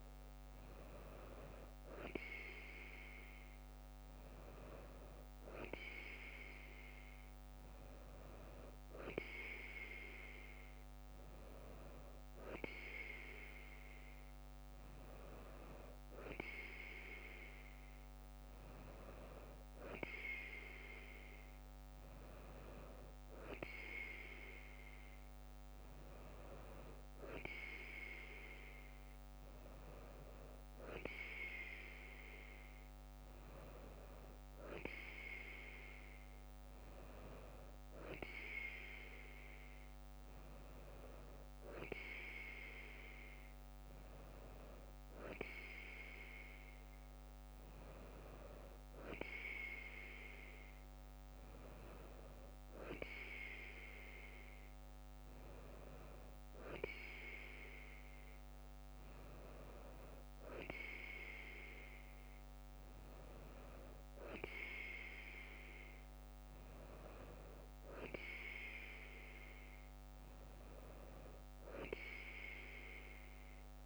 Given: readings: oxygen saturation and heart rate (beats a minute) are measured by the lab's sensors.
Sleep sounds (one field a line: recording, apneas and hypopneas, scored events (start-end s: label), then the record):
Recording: breathing in sleep by a microphone on the trachea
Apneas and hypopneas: none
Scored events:
none scored
From the record:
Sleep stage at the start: N3 (deep sleep)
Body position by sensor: on the right side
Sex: female